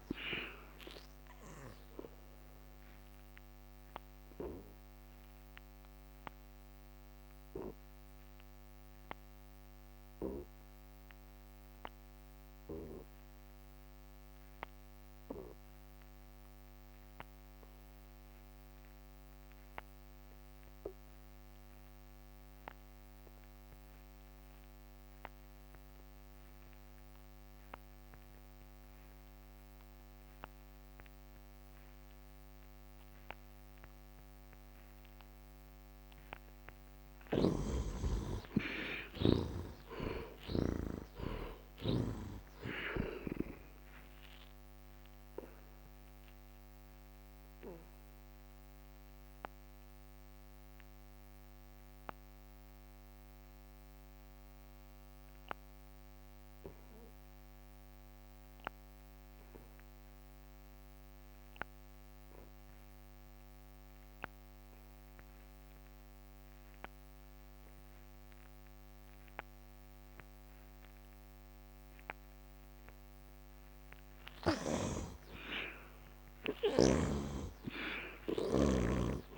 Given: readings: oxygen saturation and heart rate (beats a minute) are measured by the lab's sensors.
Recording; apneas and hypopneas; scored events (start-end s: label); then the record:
breathing in sleep by a microphone on the trachea; 2
0.00-11.50 s: oxygen desaturation (device-marked, oxygen 61% lowest, heart rate 70 extreme)
2.50-34.00 s: obstructive apnea (oxygen 97% before, 56% lowest, heart rate 75 before, 66 extreme, up 11 after)
23.50-60.50 s: oxygen desaturation (device-marked, oxygen 81% before, 56% lowest, heart rate 76 before, 66 extreme)
37.00-40.50 s: snoring (device-marked)
37.00-41.00 s: arousal
44.50-72.50 s: obstructive apnea (oxygen 81% before, 56% lowest, heart rate 76 before, 66 extreme, up 16 after)
62.50-79.38 s: oxygen desaturation (device-marked, oxygen 97% before, 59% lowest, heart rate 77 before, 73 extreme)
74.50-78.50 s: arousal
From the record:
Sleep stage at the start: N2 (light sleep); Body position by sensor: on the back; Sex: male